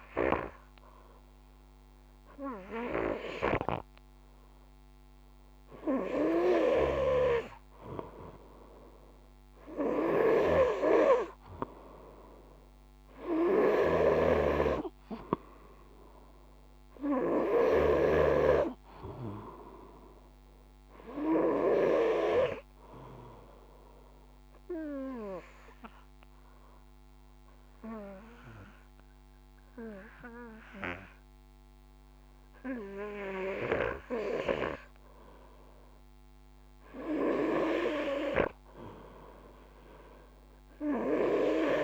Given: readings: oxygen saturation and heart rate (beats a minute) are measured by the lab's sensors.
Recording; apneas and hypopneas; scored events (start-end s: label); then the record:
breathing in sleep by a microphone on the trachea; 1
5.50-17.00 s: snoring (device-marked)
5.50-20.50 s: oxygen desaturation (device-marked, oxygen 94% before, 91% lowest, heart rate 51 before, 51 extreme)
24.00-36.50 s: mixed apnea (oxygen 94% before, 91% lowest, heart rate 54 before, 51 extreme, up 3 after)
39.00-41.84 s: arousal
From the record:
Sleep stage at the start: N2 (light sleep); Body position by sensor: on the front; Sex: male